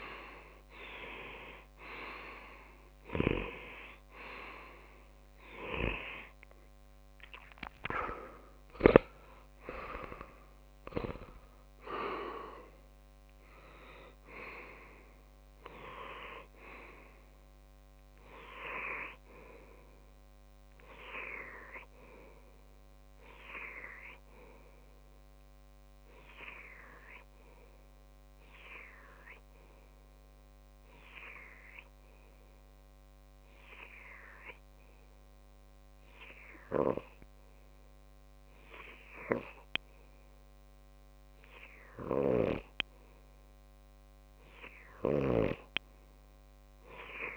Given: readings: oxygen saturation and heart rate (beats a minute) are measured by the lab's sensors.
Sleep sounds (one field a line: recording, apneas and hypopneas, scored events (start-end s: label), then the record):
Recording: breathing in sleep by a microphone on the trachea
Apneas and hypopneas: 1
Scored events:
0.00-12.00 s: oxygen desaturation (device-marked, oxygen 93% lowest)
27.00-42.50 s: obstructive apnea (oxygen 95% before, 93% lowest)
45.50-47.37 s: arousal
From the record:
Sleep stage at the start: N2 (light sleep)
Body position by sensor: on the left side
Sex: male